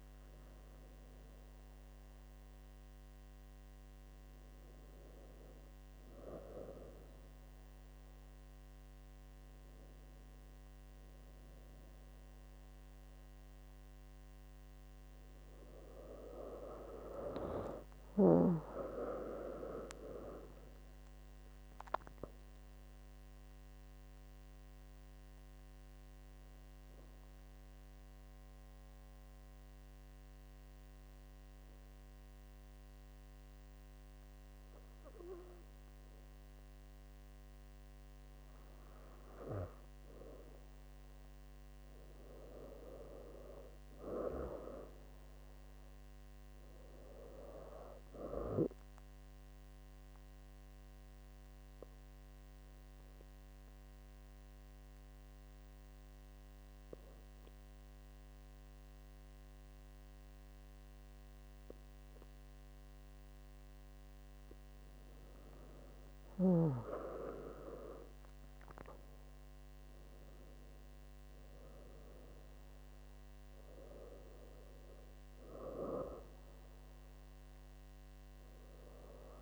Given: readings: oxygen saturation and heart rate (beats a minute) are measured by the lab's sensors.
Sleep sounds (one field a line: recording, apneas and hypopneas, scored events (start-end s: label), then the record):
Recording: breathing in sleep by a microphone on the trachea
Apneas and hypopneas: 2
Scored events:
17.50-21.00 s: arousal
22.50-38.00 s: obstructive apnea (oxygen 98% before, 96% lowest, heart rate 70 before, 69 extreme, up 6 after)
30.00-79.42 s: new sleep stage, N2 (light sleep)
41.50-45.50 s: arousal
51.00-64.50 s: obstructive apnea (oxygen 99% before, 97% lowest, heart rate 72 before, 68 extreme, up 9 after)
66.00-71.50 s: arousal
From the record:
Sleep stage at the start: N1 (lightest sleep)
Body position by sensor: on the back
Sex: female